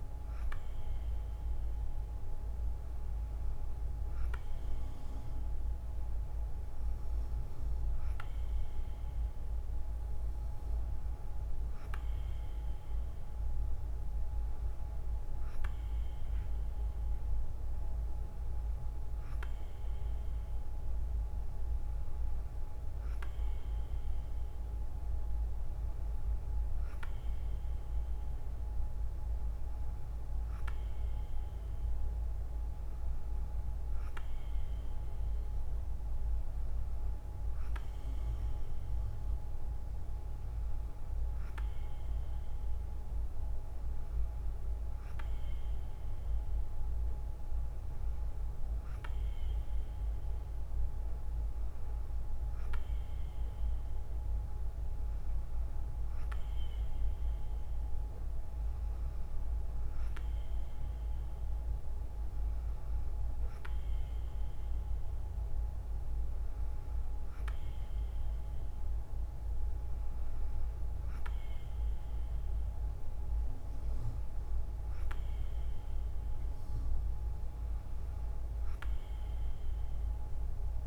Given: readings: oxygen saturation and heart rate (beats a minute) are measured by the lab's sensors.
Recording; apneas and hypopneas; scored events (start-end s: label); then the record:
breathing in sleep, hard to hear, by a room microphone; none
none scored
From the record:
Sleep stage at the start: N3 (deep sleep); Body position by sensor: on the right side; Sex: female